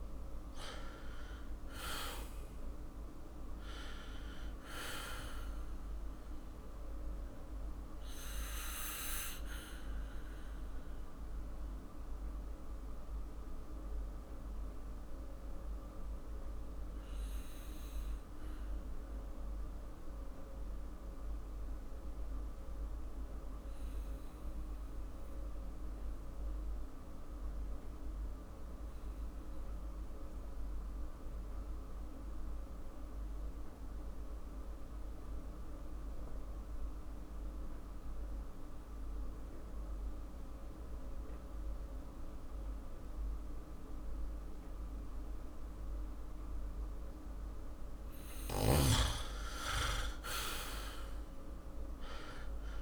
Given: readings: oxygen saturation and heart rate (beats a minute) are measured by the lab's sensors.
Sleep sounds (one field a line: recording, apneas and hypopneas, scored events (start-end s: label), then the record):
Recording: breathing in sleep by a room microphone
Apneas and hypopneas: 1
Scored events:
0.00-2.50 s: arousal
6.50-46.50 s: obstructive apnea (oxygen 99% before, 92% lowest, heart rate 54 before, 48 extreme, up 10 after)
26.00-37.00 s: oxygen desaturation (device-marked, oxygen 97% before, 93% lowest, heart rate 53 before, 51 extreme)
50.00-52.82 s: arousal
From the record:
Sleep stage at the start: N2 (light sleep)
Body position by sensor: on the back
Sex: male